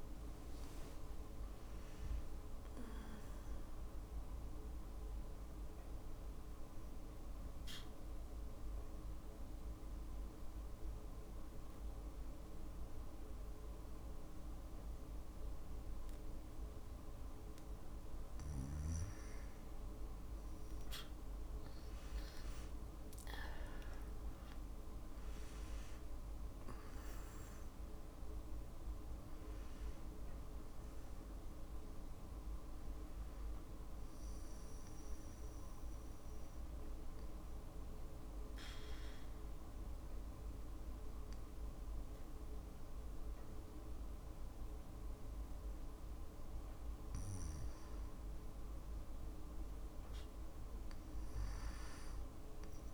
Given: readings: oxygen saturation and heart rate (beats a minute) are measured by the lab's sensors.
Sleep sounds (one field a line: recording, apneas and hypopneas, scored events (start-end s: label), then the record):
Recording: breathing in sleep, hard to hear, by a room microphone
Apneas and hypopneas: 2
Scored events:
0.00-22.00 s: oxygen desaturation (device-marked, oxygen 92% lowest, heart rate 57 extreme)
5.00-16.50 s: obstructive apnea (oxygen 95% before, 90% lowest, heart rate 60 before, 57 extreme, up 3 after)
19.50-23.00 s: arousal
24.00-40.00 s: oxygen desaturation (device-marked, oxygen 97% before, 90% lowest, heart rate 59 before, 57 extreme)
34.00-45.50 s: obstructive apnea (oxygen 97% before, 90% lowest, heart rate 60 before, 57 extreme, up 2 after)
49.50-52.94 s: arousal
From the record:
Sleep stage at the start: N2 (light sleep)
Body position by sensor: on the back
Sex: female